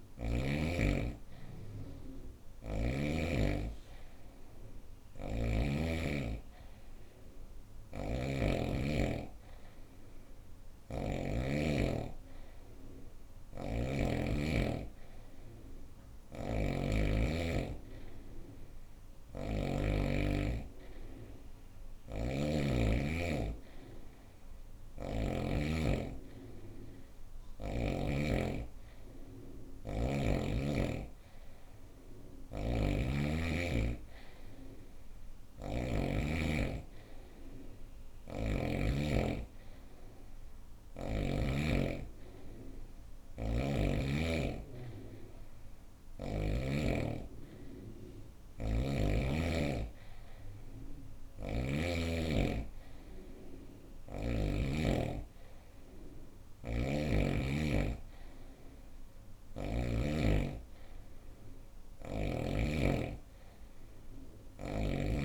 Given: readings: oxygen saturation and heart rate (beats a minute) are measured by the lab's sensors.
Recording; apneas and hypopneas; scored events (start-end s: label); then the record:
breathing in sleep by a room microphone; none
7.00-10.50 s: snoring (device-marked)
12.50-22.00 s: snoring (device-marked)
31.50-38.00 s: snoring (device-marked)
42.50-46.00 s: snoring (device-marked)
55.50-59.00 s: snoring (device-marked)
61.00-64.50 s: snoring (device-marked)
From the record:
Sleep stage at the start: N2 (light sleep); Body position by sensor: on the right side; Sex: female